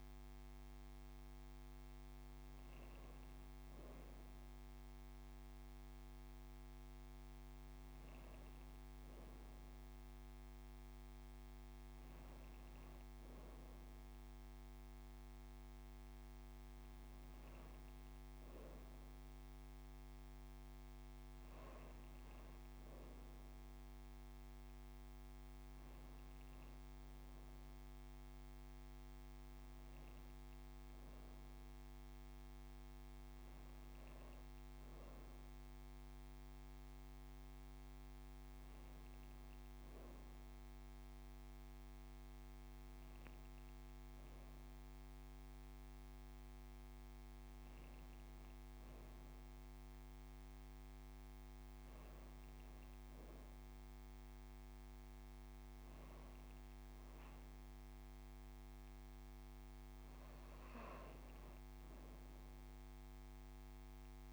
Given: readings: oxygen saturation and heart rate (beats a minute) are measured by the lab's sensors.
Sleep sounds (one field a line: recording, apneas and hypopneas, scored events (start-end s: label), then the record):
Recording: breathing in sleep, hard to hear, by a microphone on the trachea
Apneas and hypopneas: none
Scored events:
20.00-22.00 s: long interval between heartbeats (device-marked)
39.00-44.50 s: arousal
From the record:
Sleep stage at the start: N2 (light sleep)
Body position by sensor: on the right side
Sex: female